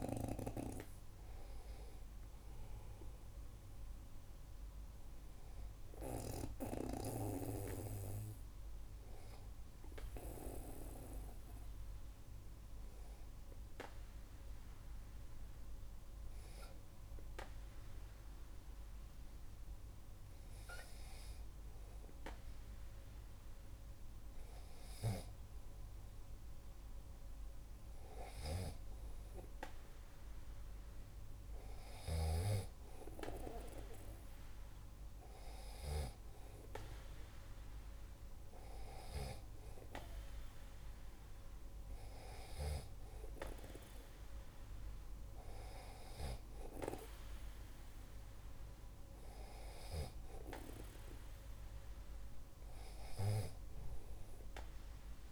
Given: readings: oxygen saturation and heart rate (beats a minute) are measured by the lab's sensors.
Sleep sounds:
breathing in sleep by a room microphone; 1
8.00-23.00 s: hypopnea (oxygen 97% before, 95% lowest, heart rate 56 before, 45 extreme, up 4 after)
26.00-30.00 s: arousal
From the record:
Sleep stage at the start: N2 (light sleep); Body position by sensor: on the back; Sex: male

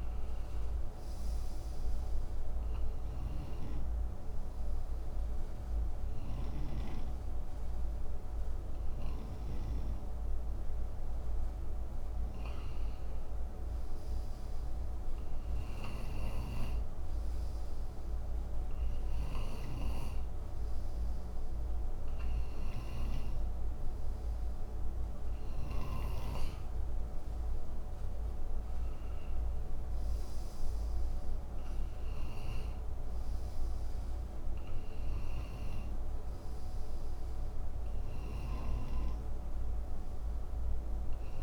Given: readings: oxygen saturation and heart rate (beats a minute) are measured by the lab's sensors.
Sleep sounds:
breathing in sleep, hard to hear, by a room microphone; none
3.00-6.50 s: snoring (device-marked)
15.50-26.00 s: snoring (device-marked)
38.00-41.43 s: snoring (device-marked)
From the record:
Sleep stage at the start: N2 (light sleep); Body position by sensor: on the right side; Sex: male

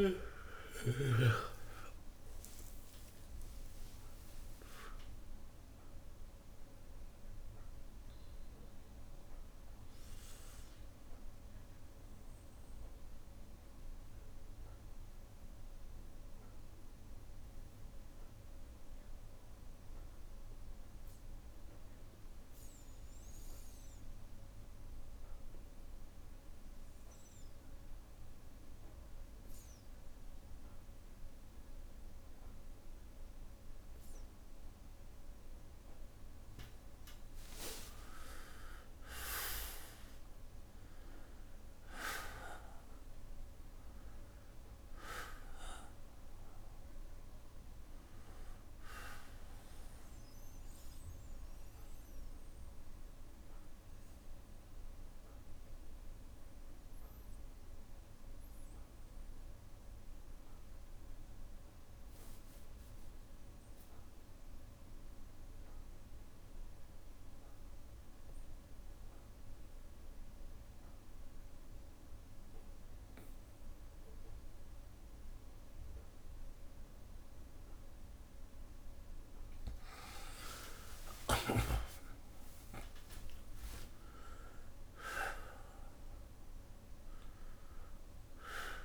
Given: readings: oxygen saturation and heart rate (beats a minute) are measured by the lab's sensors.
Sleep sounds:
breathing in sleep by a room microphone; 2
0.00-3.50 s: arousal
0.00-5.00 s: tachycardia (device-marked, heart rate 64 before, 119 extreme)
2.50-4.50 s: long interval between heartbeats (device-marked, heart rate 71 before, 92 extreme)
6.00-11.00 s: oxygen desaturation (device-marked, oxygen 99% before, 96% lowest, heart rate 80 before, 59 extreme)
11.00-36.50 s: mixed apnea (oxygen 99% before, 93% lowest, heart rate 87 before, 58 extreme, up 3 after)
15.00-17.00 s: bradycardia (device-marked, heart rate 65 before, 60 extreme)
19.00-79.00 s: new sleep stage, N2 (light sleep)
35.00-61.00 s: oxygen desaturation (device-marked, oxygen 99% before, 94% lowest, heart rate 61 before, 58 extreme)
37.50-42.00 s: arousal
51.00-78.00 s: obstructive apnea (oxygen 100% before, 92% lowest, heart rate 63 before, 58 extreme, up 4 after)
52.00-61.00 s: bradycardia (device-marked, heart rate 65 before, 58 extreme)
74.00-88.85 s: oxygen desaturation (device-marked, oxygen 99% before, 92% lowest, heart rate 60 before, 61 extreme)
79.00-88.85 s: new sleep stage, N1 (lightest sleep)
79.50-85.50 s: arousal
From the record:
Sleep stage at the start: N1 (lightest sleep); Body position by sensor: on the back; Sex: male

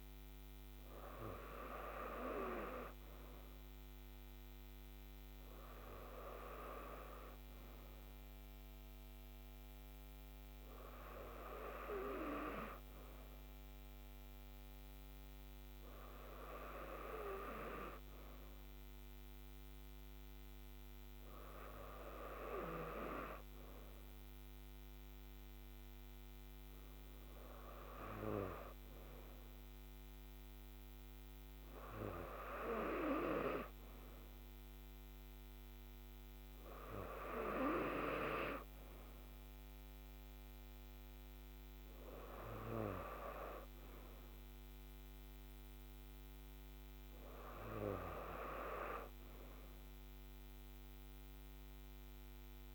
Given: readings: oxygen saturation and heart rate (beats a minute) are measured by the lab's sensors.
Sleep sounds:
breathing in sleep by a microphone on the trachea; none
none scored
From the record:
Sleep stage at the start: N2 (light sleep); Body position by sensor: on the right side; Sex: female

